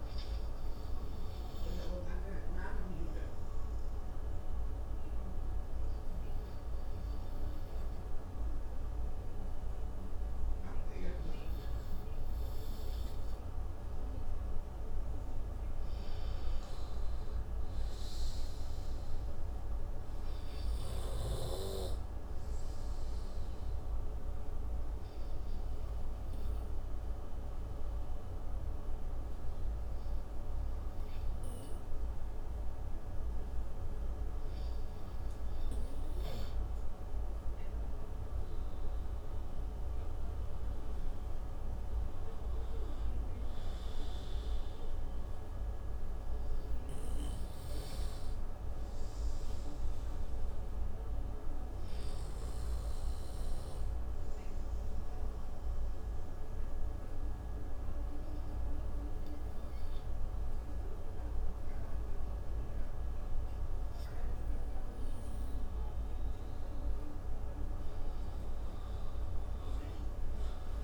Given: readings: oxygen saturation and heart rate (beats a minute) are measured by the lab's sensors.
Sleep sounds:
breathing in sleep, hard to hear, by a room microphone; 3
2.50-13.50 s: oxygen desaturation (device-marked, oxygen 97% before, 93% lowest, heart rate 45 before, 57 extreme)
4.50-14.50 s: obstructive apnea (oxygen 97% before, 90% lowest, heart rate 47 before, 59 extreme, up 20 after)
16.50-20.50 s: arousal
24.50-36.50 s: oxygen desaturation (device-marked, oxygen 97% before, 90% lowest, heart rate 66 before, 28 extreme)
25.00-36.50 s: obstructive apnea (oxygen 97% before, 90% lowest, heart rate 66 before, 28 extreme, up 8 after)
38.50-42.00 s: arousal
43.50-50.50 s: oxygen desaturation (device-marked, oxygen 96% before, 92% lowest, heart rate 64 before, 48 extreme)
50.00-66.50 s: obstructive apnea (oxygen 96% before, 91% lowest, heart rate 58 before, 27 extreme, up 21 after)
From the record:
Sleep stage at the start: N2 (light sleep); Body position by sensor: on the right side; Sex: male

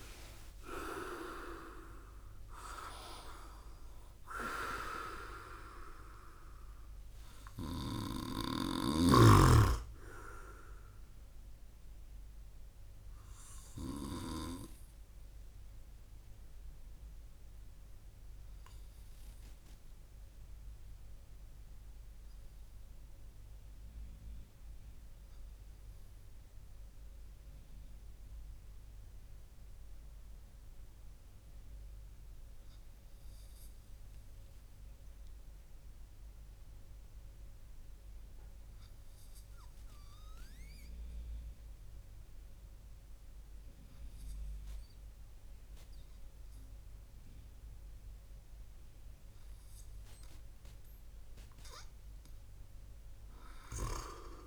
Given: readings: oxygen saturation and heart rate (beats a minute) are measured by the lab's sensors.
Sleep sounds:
breathing in sleep by a room microphone; 1
0.00-1.00 s: arousal
7.50-14.00 s: snoring (device-marked)
20.00-49.50 s: obstructive apnea (oxygen 98% before, 97% lowest, heart rate 54 before, 46 extreme, up 0 after)
52.50-54.46 s: arousal
From the record:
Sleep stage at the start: N2 (light sleep); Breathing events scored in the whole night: 246 in 4.0 hours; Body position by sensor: on the right side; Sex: male

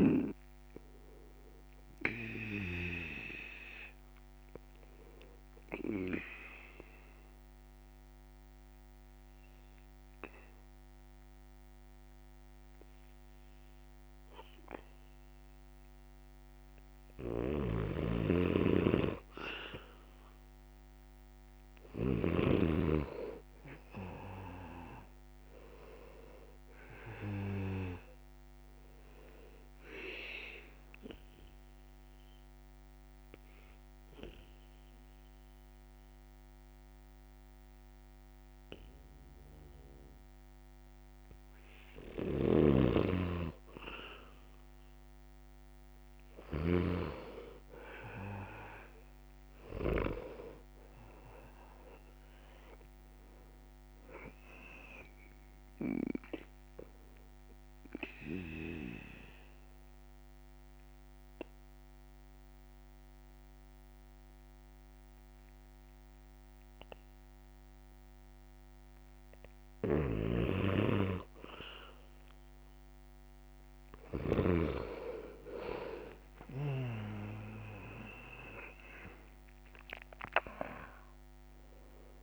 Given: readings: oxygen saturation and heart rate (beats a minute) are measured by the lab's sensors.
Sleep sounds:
breathing in sleep by a microphone on the trachea; 3
3.50-17.50 s: obstructive apnea (oxygen 98% before, 90% lowest, heart rate 70 before, 66 extreme, up 1 after)
6.50-18.50 s: oxygen desaturation (device-marked, oxygen 98% before, 90% lowest, heart rate 70 before, 66 extreme)
19.50-23.50 s: arousal
27.50-50.50 s: oxygen desaturation (device-marked, oxygen 98% before, 91% lowest, heart rate 68 before, 65 extreme)
28.00-42.50 s: obstructive apnea (oxygen 98% before, 91% lowest, heart rate 68 before, 66 extreme, up 3 after)
49.00-53.00 s: arousal
52.50-73.50 s: oxygen desaturation (device-marked, oxygen 98% before, 91% lowest, heart rate 67 before, 64 extreme)
57.50-70.00 s: obstructive apnea (oxygen 98% before, 89% lowest, heart rate 69 before, 64 extreme, up 4 after)
75.00-79.00 s: arousal
From the record:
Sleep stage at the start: N2 (light sleep); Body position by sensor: on the back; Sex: male

